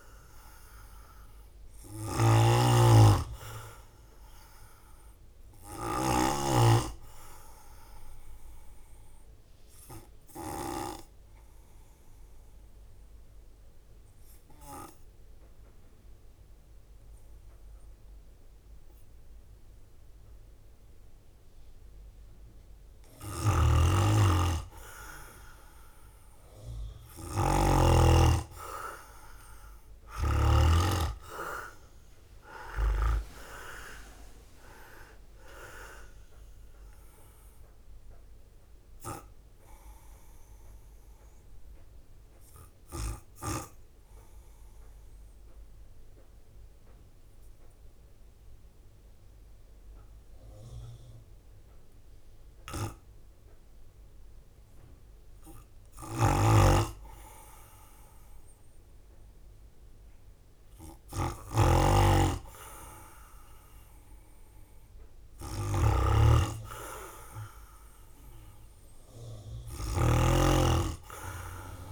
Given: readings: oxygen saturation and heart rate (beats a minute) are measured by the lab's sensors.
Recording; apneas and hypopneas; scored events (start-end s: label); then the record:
breathing in sleep by a room microphone; 2
0.00-1.50 s: arousal
0.00-6.00 s: snoring (device-marked)
0.00-11.50 s: oxygen desaturation (device-marked, oxygen 94% lowest, heart rate 52 extreme)
0.00-12.50 s: drop in pulse transit time (device-marked, heart rate 56 extreme)
9.00-22.00 s: obstructive apnea (oxygen 97% before, 93% lowest, heart rate 59 before, 52 extreme, up 12 after)
23.00-30.50 s: snoring (device-marked)
28.50-42.50 s: oxygen desaturation (device-marked, oxygen 96% before, 93% lowest, heart rate 56 before, 52 extreme)
29.50-44.50 s: drop in pulse transit time (device-marked, heart rate 56 before, 54 extreme)
31.50-36.00 s: leg movement (device-marked)
32.00-35.50 s: arousal
38.00-55.00 s: obstructive apnea (oxygen 96% before, 94% lowest, heart rate 60 before, 52 extreme, up 4 after)
55.50-61.50 s: snoring (device-marked)
56.50-61.00 s: arousal
63.50-71.92 s: drop in pulse transit time (device-marked, heart rate 54 before, 56 extreme)
From the record:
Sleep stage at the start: N2 (light sleep); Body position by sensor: on the right side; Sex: male